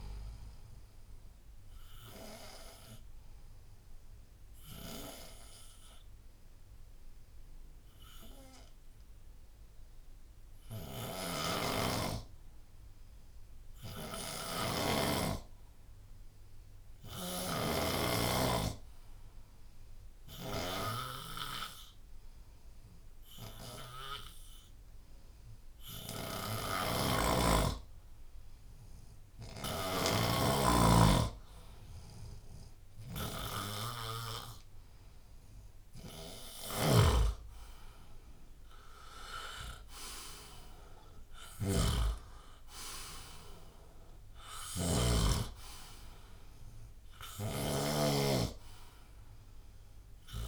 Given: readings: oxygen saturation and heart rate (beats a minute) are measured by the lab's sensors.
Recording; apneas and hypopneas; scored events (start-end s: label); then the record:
breathing in sleep by a room microphone; 1
0.00-3.00 s: oxygen desaturation (device-marked, oxygen 90% lowest, heart rate 69 extreme)
1.00-13.50 s: obstructive apnea (oxygen 96% before, 90% lowest, heart rate 79 before, 70 extreme, up 10 after)
11.00-15.00 s: snoring (device-marked)
16.50-20.00 s: arousal
24.00-36.00 s: oxygen desaturation (device-marked, oxygen 98% before, 92% lowest, heart rate 76 before, 70 extreme)
26.50-30.00 s: snoring (device-marked)
36.50-48.00 s: snoring (device-marked)
38.00-41.50 s: arousal
44.00-50.47 s: oxygen desaturation (device-marked, oxygen 93% before, 90% lowest, heart rate 75 before, 69 extreme)
From the record:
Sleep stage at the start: N2 (light sleep); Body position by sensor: on the left side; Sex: male